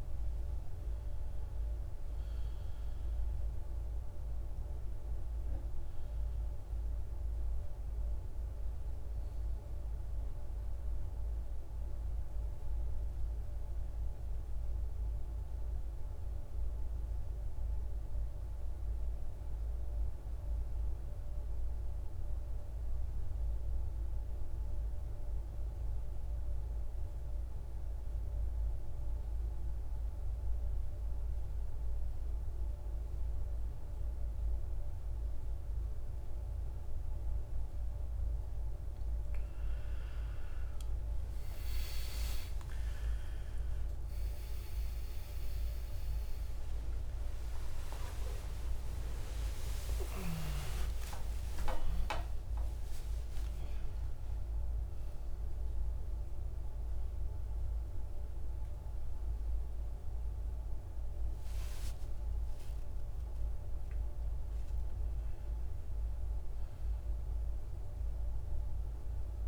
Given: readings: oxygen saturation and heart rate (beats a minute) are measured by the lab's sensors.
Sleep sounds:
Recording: a person partly awake in a sleep study, by a room microphone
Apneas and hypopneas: 1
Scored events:
0.00-17.50 s: oxygen desaturation (device-marked, oxygen 90% lowest, heart rate 54 extreme)
7.00-11.00 s: arousal
12.50-38.50 s: mixed apnea (oxygen 98% before, 82% lowest, heart rate 63 before, 54 extreme, up 15 after)
32.50-64.50 s: oxygen desaturation (device-marked, oxygen 98% before, 82% lowest, heart rate 57 before, 54 extreme)
47.50-69.48 s: new sleep stage, awake
From the record:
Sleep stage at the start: N2 (light sleep)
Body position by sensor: on the back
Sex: male

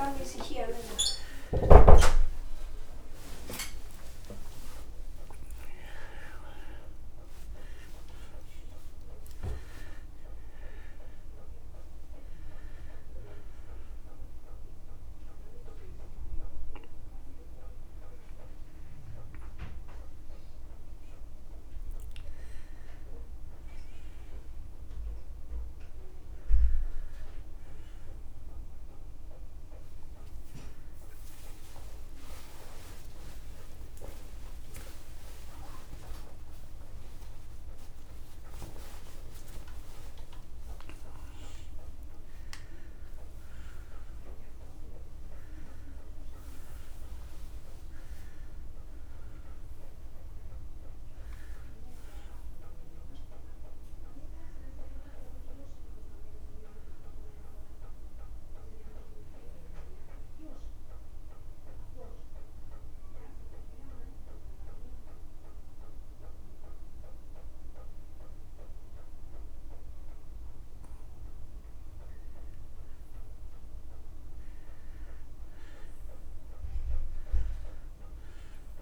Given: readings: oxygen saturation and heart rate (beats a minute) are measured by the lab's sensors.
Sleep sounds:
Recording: a person partly awake in a sleep study, by a room microphone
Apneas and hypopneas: 1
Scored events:
0.50-2.50 s: long interval between heartbeats (device-marked, heart rate 67 before, 139 extreme)
4.00-6.00 s: long interval between heartbeats (device-marked, heart rate 86 before, 96 extreme)
10.50-12.50 s: long interval between heartbeats (device-marked)
36.50-66.50 s: new sleep stage, N1 (lightest sleep)
61.00-71.50 s: central apnea (oxygen 98% before, 91% lowest)
66.50-78.82 s: new sleep stage, N2 (light sleep)
75.50-78.50 s: arousal
From the record:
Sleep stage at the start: awake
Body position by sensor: on the back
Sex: male

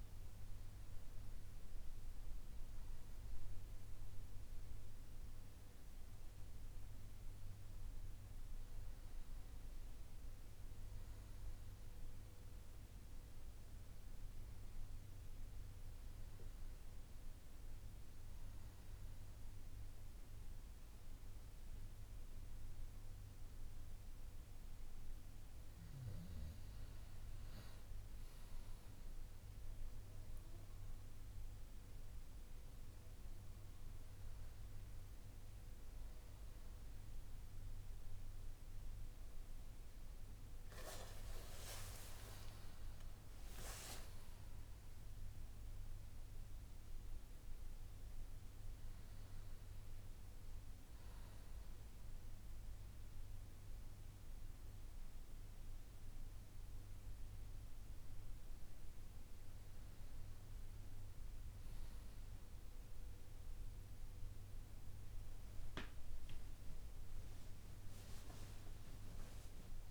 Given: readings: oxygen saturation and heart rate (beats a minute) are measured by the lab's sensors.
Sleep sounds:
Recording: a person awake in a sleep study, hard to hear, by a room microphone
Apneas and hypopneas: none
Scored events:
53.00-69.91 s: new sleep stage, N1 (lightest sleep)
From the record:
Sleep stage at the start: awake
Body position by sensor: on the back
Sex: male

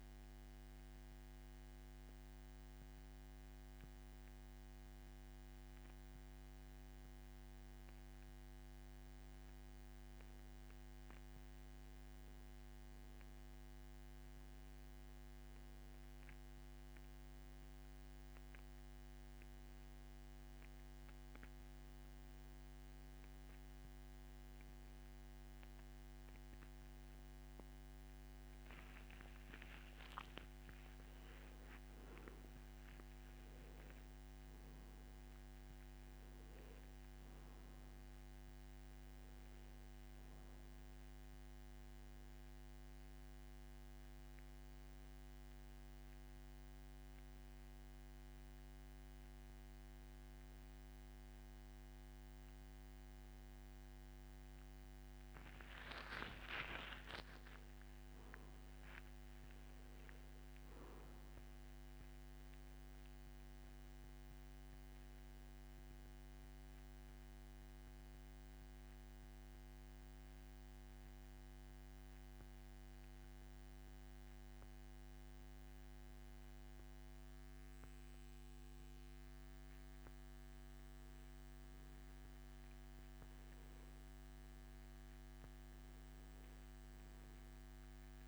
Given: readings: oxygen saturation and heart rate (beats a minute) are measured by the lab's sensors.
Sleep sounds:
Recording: breathing in sleep, hard to hear, by a microphone on the trachea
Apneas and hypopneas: none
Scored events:
29.50-33.50 s: arousal
56.50-60.00 s: arousal
From the record:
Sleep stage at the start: N2 (light sleep)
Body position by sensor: on the back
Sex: male

